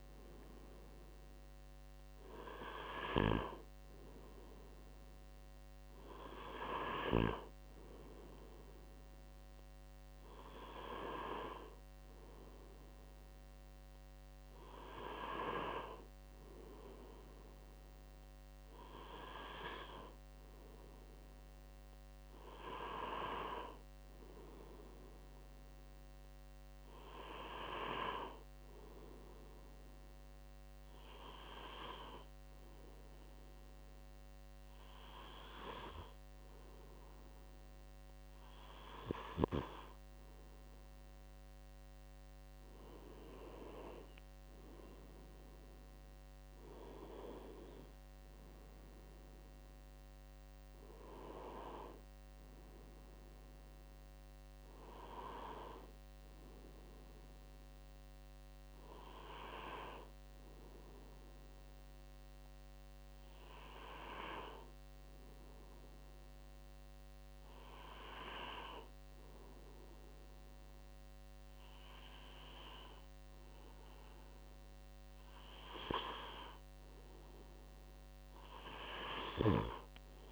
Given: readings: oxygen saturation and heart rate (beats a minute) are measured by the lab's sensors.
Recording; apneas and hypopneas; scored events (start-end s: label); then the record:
breathing in sleep by a microphone on the trachea; 1
30.50-41.50 s: hypopnea (oxygen 95% before, 93% lowest, heart rate 63 before, 62 extreme, up 8 after)
43.50-48.00 s: arousal
From the record:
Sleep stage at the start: N2 (light sleep); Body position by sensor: on the right side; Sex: male